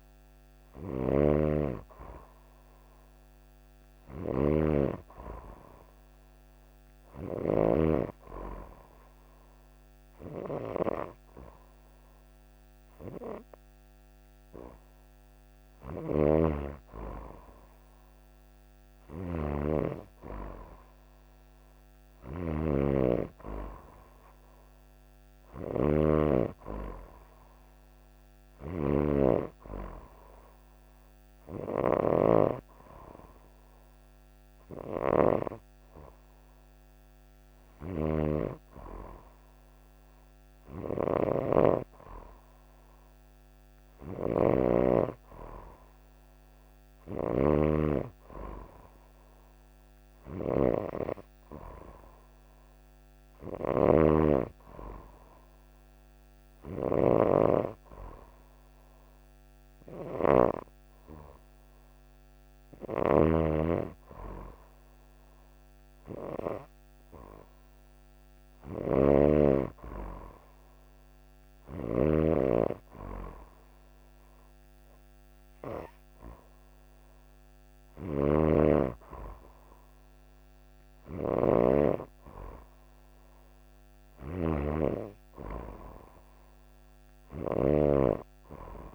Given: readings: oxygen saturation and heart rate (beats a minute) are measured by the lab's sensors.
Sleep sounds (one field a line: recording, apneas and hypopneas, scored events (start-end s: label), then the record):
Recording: breathing in sleep by a microphone on the trachea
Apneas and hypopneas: none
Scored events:
0.50-7.50 s: snoring (device-marked)
15.50-88.95 s: snoring (device-marked)
From the record:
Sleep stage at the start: N2 (light sleep)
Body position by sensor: on the right side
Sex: female